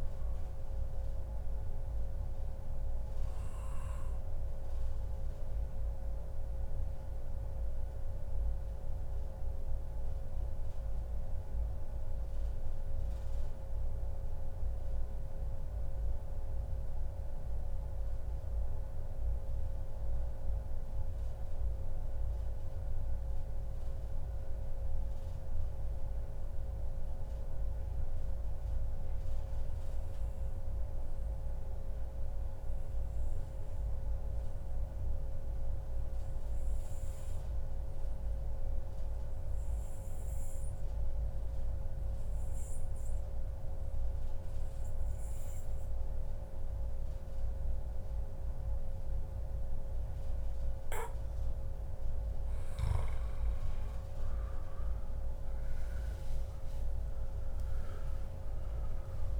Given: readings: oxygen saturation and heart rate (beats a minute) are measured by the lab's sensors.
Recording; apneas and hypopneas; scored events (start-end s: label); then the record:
breathing in sleep, hard to hear, by a room microphone; 1
3.50-50.50 s: mixed apnea (oxygen 100% before, 92% lowest, heart rate 139 before, 97 extreme, up 1 after)
4.00-6.00 s: long interval between heartbeats (device-marked, heart rate 140 before, 131 extreme)
5.00-21.00 s: oxygen desaturation (device-marked, oxygen 100% before, 93% lowest, heart rate 140 before, 102 extreme)
17.00-19.00 s: long interval between heartbeats (device-marked, heart rate 123 before, 117 extreme)
53.50-57.50 s: arousal
From the record:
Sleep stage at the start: N2 (light sleep); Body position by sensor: on the back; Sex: male